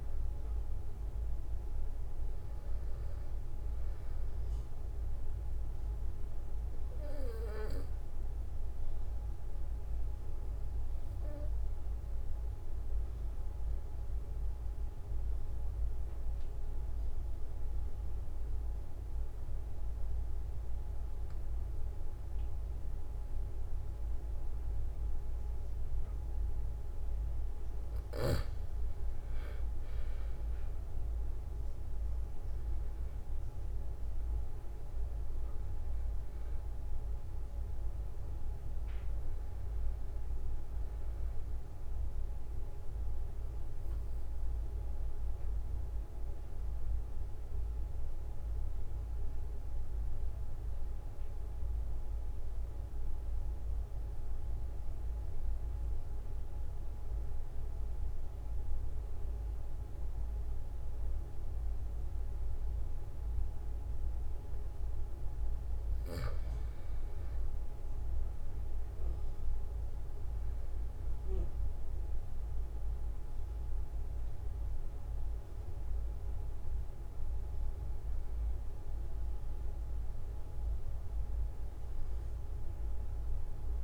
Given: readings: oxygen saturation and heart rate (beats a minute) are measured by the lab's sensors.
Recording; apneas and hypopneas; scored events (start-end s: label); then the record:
breathing in sleep, hard to hear, by a room microphone; 2
6.50-27.50 s: obstructive apnea (oxygen 97% before, 91% lowest, heart rate 46 before, 43 extreme, up 4 after)
29.00-33.50 s: arousal
33.50-43.50 s: oxygen desaturation (device-marked, oxygen 96% before, 93% lowest, heart rate 46 before, 43 extreme)
43.00-64.50 s: obstructive apnea (oxygen 96% before, 91% lowest, heart rate 47 before, 43 extreme, up 4 after)
51.50-62.50 s: oxygen desaturation (device-marked, oxygen 94% before, 91% lowest, heart rate 46 before, 44 extreme)
68.00-72.00 s: arousal
From the record:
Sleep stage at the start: N2 (light sleep); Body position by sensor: on the back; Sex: male